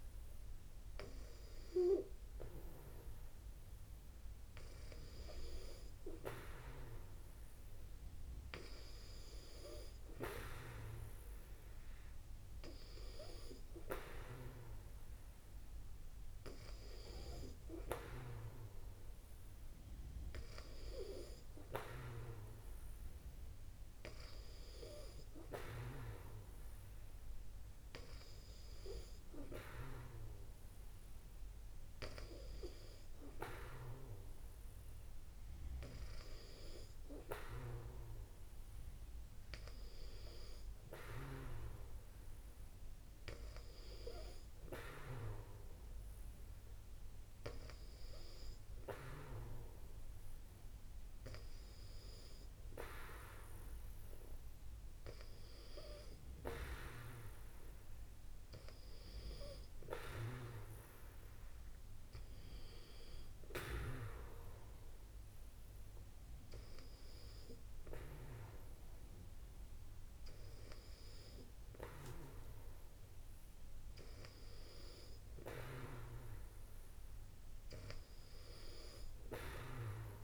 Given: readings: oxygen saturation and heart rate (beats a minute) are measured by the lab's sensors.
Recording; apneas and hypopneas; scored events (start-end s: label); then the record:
breathing in sleep by a room microphone; none
none scored
From the record:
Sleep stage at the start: N2 (light sleep); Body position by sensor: on the back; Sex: female